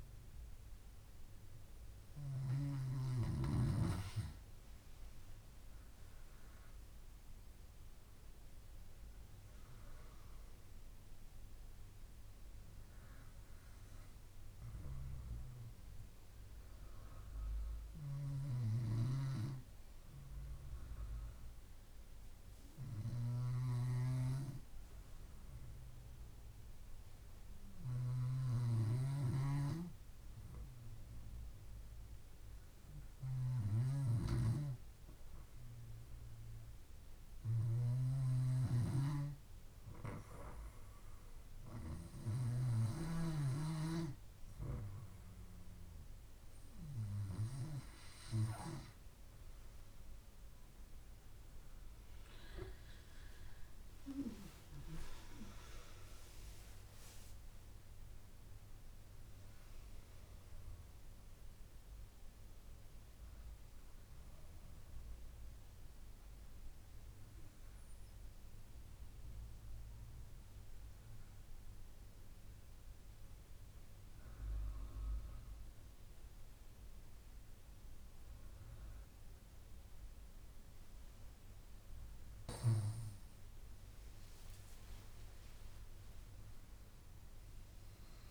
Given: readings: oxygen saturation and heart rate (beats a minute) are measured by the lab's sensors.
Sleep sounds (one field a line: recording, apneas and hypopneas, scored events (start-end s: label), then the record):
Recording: breathing in sleep by a room microphone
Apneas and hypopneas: 2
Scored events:
6.00-9.50 s: arousal
19.00-33.00 s: hypopnea (oxygen 96% before, 95% lowest)
53.00-57.50 s: arousal
69.00-83.00 s: obstructive apnea (oxygen 97% before, 95% lowest)
85.50-88.31 s: arousal
From the record:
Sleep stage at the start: N2 (light sleep)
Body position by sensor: on the back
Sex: female